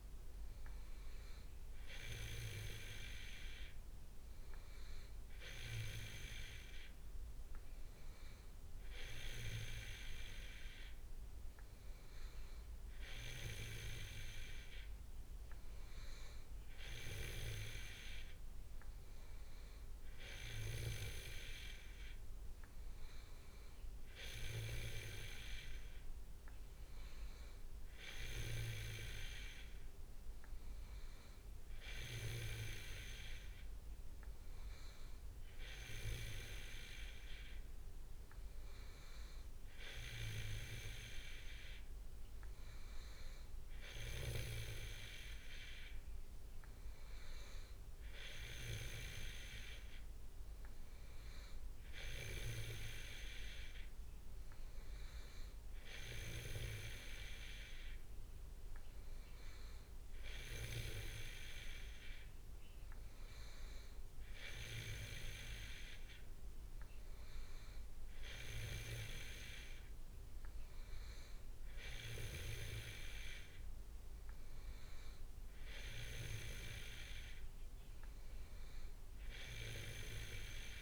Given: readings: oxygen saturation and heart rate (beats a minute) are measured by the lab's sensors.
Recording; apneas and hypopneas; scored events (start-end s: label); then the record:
breathing in sleep by a room microphone; none
none scored
From the record:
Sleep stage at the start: N2 (light sleep); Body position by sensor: on the back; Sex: male